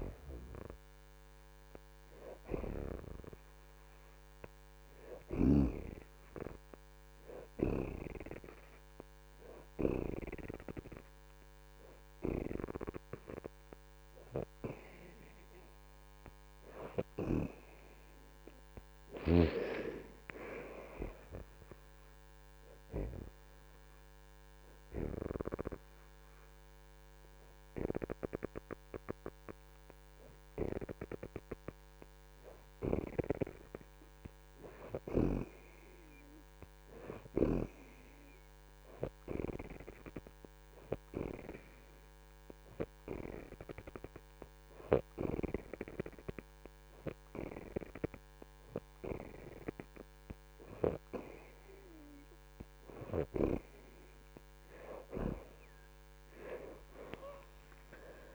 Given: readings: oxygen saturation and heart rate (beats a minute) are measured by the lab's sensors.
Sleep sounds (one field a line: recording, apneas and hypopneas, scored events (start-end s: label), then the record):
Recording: breathing in sleep by a microphone on the trachea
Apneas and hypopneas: 2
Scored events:
0.00-1.00 s: oxygen desaturation (device-marked, oxygen 64% lowest)
8.00-21.00 s: oxygen desaturation (device-marked, oxygen 71% before, 60% lowest)
22.50-33.00 s: hypopnea (oxygen 71% before, 54% lowest)
34.50-36.50 s: arousal
38.50-50.00 s: hypopnea (oxygen 70% before, 54% lowest)
40.00-50.00 s: oxygen desaturation (device-marked, oxygen 69% before, 64% lowest)
52.00-58.35 s: oxygen desaturation (device-marked, oxygen 69% before, 59% lowest)
From the record:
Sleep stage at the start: N2 (light sleep)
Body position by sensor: on the back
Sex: female